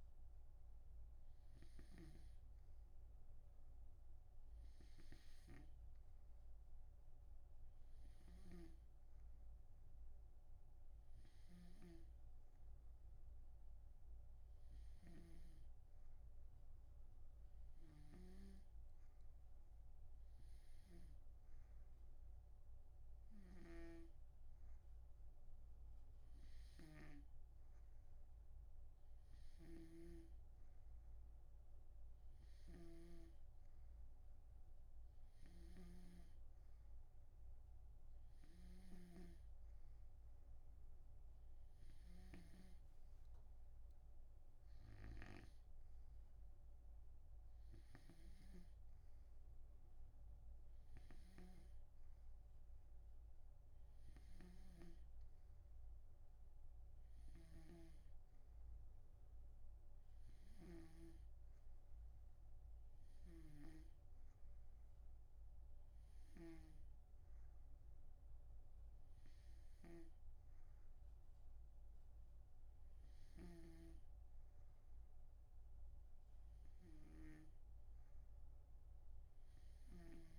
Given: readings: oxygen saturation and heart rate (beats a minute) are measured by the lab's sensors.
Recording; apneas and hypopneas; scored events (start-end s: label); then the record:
breathing in sleep by a room microphone; none
0.00-19.00 s: snoring (device-marked)
23.50-61.50 s: snoring (device-marked)
45.00-64.00 s: oxygen desaturation (device-marked, oxygen 94% before, 91% lowest)
63.50-80.39 s: snoring (device-marked)
From the record:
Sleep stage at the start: N2 (light sleep); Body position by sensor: on the right side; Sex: male